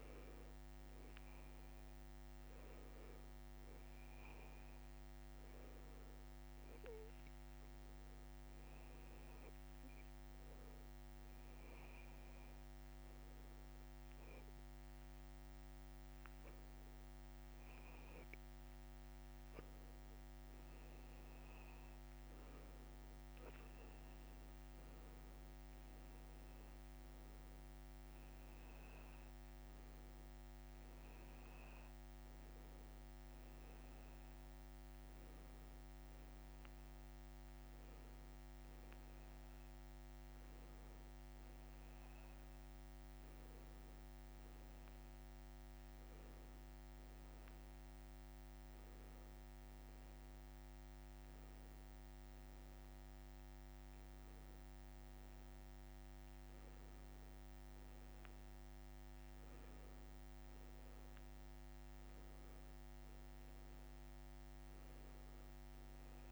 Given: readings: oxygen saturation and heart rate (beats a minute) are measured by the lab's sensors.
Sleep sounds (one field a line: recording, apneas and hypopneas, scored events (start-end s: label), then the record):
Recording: breathing in sleep, hard to hear, by a microphone on the trachea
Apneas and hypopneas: none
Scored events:
none scored
From the record:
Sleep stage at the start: N2 (light sleep)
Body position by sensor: on the back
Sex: male